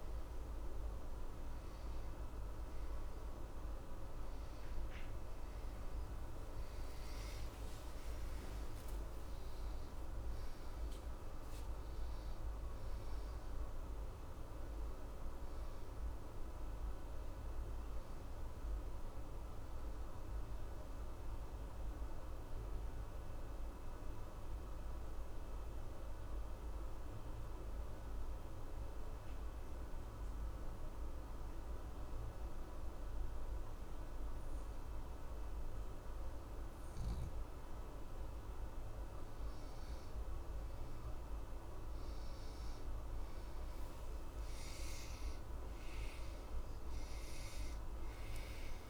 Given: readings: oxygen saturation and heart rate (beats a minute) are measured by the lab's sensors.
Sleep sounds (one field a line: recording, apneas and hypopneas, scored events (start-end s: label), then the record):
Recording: breathing in sleep, hard to hear, by a room microphone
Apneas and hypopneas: 1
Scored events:
5.00-8.50 s: arousal
8.00-27.00 s: oxygen desaturation (device-marked, oxygen 92% before, 88% lowest, heart rate 65 before, 62 extreme)
23.00-39.00 s: obstructive apnea (oxygen 92% before, 87% lowest, heart rate 69 before, 62 extreme, up 1 after)
43.00-48.50 s: arousal
From the record:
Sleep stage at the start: N1 (lightest sleep)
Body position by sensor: on the back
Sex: male